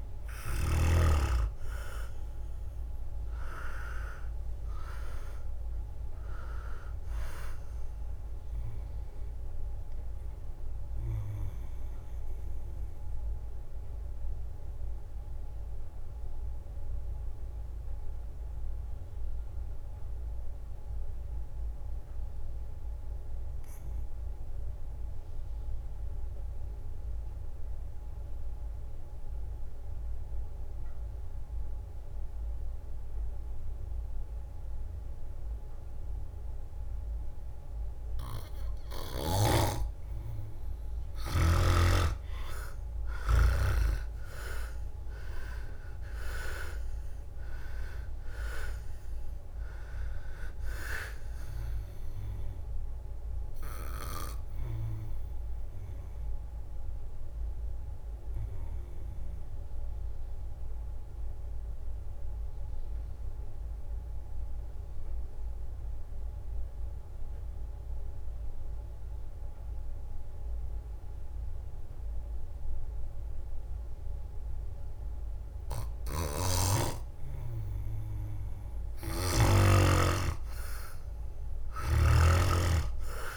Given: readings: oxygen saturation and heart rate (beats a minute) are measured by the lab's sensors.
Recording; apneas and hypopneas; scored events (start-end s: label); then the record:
breathing in sleep by a room microphone; 2
0.00-12.00 s: drop in pulse transit time (device-marked, heart rate 66 extreme)
0.00-19.00 s: oxygen desaturation (device-marked, oxygen 90% lowest, heart rate 60 extreme)
11.00-39.50 s: obstructive apnea (oxygen 99% before, 89% lowest, heart rate 70 before, 60 extreme, up 12 after)
33.00-71.00 s: oxygen desaturation (device-marked, oxygen 99% before, 89% lowest, heart rate 61 before, 60 extreme)
39.50-43.00 s: leg movement (device-marked)
42.00-46.00 s: arousal
42.00-58.00 s: drop in pulse transit time (device-marked, heart rate 62 before, 66 extreme)
54.00-77.50 s: obstructive apnea (oxygen 99% before, 89% lowest, heart rate 68 before, 59 extreme, up 11 after)
76.00-82.50 s: snoring (device-marked)
79.00-83.37 s: drop in pulse transit time (device-marked, heart rate 62 before, 64 extreme)
80.00-83.37 s: arousal
From the record:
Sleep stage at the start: N2 (light sleep); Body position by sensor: on the back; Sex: male